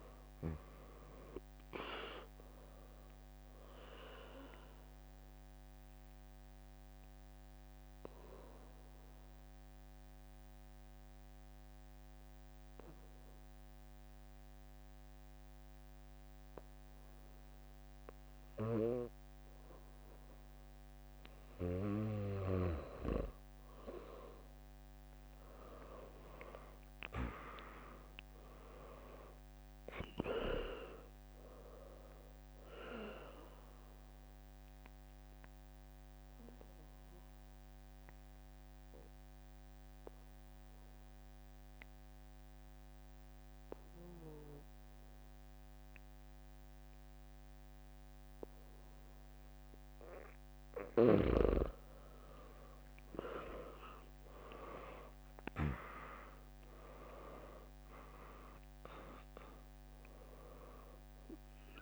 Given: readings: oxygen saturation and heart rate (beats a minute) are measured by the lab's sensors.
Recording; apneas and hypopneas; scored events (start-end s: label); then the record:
breathing in sleep by a microphone on the trachea; 2
0.00-15.50 s: drop in pulse transit time (device-marked, heart rate 66 extreme)
0.00-17.50 s: oxygen desaturation (device-marked, oxygen 96% lowest, heart rate 58 extreme)
4.00-21.00 s: mixed apnea (oxygen 100% before, 96% lowest, heart rate 71 before, 58 extreme, up 1 after)
22.50-27.00 s: arousal
31.50-44.50 s: drop in pulse transit time (device-marked, heart rate 69 before, 71 extreme)
34.50-50.50 s: obstructive apnea (oxygen 100% before, 96% lowest, heart rate 68 before, 59 extreme)
50.50-52.50 s: bradycardia (device-marked, heart rate 75 before, 60 extreme)
52.50-56.00 s: arousal
57.50-61.82 s: oxygen desaturation (device-marked, oxygen 100% before, 96% lowest, heart rate 74 before, 59 extreme)
58.50-61.82 s: drop in pulse transit time (device-marked, heart rate 73 before, 66 extreme)
From the record:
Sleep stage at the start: N2 (light sleep); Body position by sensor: on the back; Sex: female